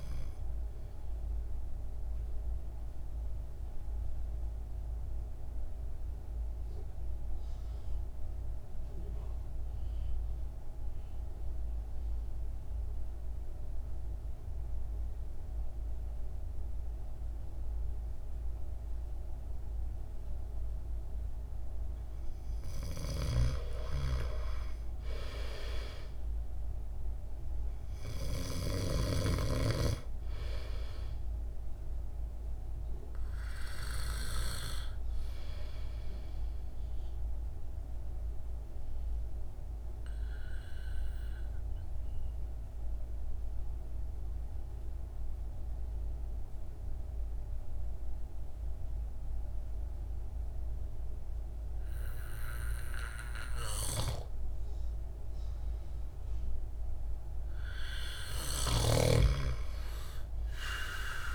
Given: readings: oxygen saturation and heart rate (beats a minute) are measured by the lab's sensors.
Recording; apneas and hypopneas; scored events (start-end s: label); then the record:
breathing in sleep by a room microphone; 2
0.00-17.00 s: oxygen desaturation (device-marked, oxygen 80% lowest, heart rate 51 extreme)
1.50-22.50 s: mixed apnea (oxygen 99% before, 80% lowest, heart rate 63 before, 51 extreme, up 8 after)
23.00-50.00 s: oxygen desaturation (device-marked, oxygen 99% before, 86% lowest, heart rate 52 before, 52 extreme)
25.00-28.50 s: arousal
31.50-57.00 s: obstructive apnea (oxygen 99% before, 84% lowest, heart rate 55 before, 52 extreme, up 12 after)
59.00-61.34 s: oxygen desaturation (device-marked, oxygen 98% before, 88% lowest, heart rate 54 before, 52 extreme)
59.50-61.34 s: arousal
From the record:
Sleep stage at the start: N2 (light sleep); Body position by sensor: on the back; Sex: male